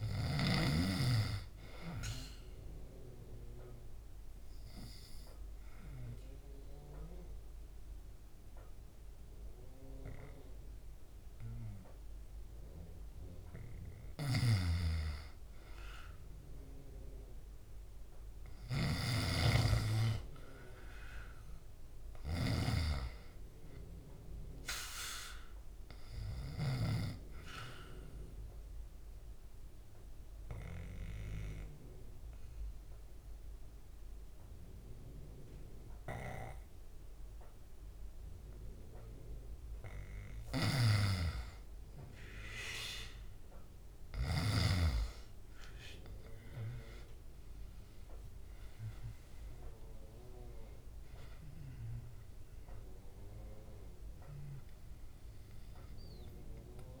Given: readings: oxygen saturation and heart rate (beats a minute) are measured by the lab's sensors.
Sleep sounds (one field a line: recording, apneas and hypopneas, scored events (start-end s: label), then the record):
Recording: breathing in sleep by a room microphone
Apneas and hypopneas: 2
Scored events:
2.00-13.50 s: obstructive apnea (oxygen 98% before, 90% lowest, heart rate 70 before, 68 extreme, up 3 after)
8.00-21.00 s: oxygen desaturation (device-marked, oxygen 98% before, 91% lowest, heart rate 70 before, 66 extreme)
14.00-26.50 s: snoring (device-marked)
18.50-22.50 s: arousal
27.00-39.50 s: obstructive apnea (oxygen 98% before, 90% lowest, heart rate 70 before, 66 extreme, up 3 after)
35.00-45.00 s: oxygen desaturation (device-marked, oxygen 97% before, 92% lowest, heart rate 72 before, 66 extreme)
45.00-50.00 s: arousal
52.00-57.00 s: oxygen desaturation (device-marked, oxygen 97% before, 90% lowest, heart rate 70 before, 67 extreme)
From the record:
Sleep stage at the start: N2 (light sleep)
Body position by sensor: on the back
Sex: male